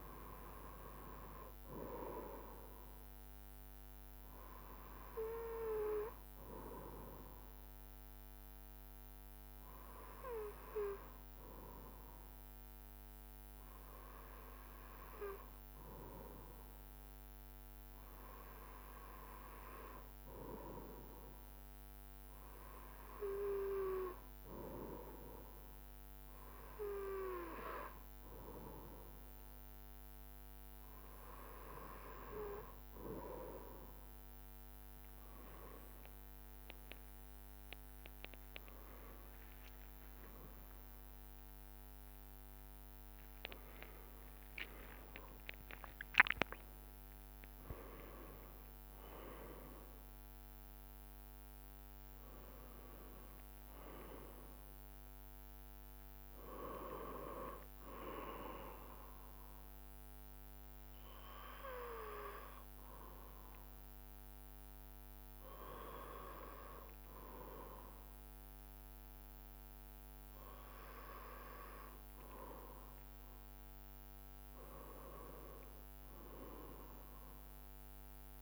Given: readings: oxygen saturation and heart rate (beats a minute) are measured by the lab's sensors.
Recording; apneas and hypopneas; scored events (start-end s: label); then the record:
breathing in sleep by a microphone on the trachea; 1
8.50-33.00 s: hypopnea (oxygen 94% before, 93% lowest, heart rate 73 before, 72 extreme, up 8 after)
38.00-45.50 s: arousal
39.00-54.00 s: drop in pulse transit time (device-marked, heart rate 73 before, 79 extreme)
From the record:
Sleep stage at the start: N2 (light sleep); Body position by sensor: on the right side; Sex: male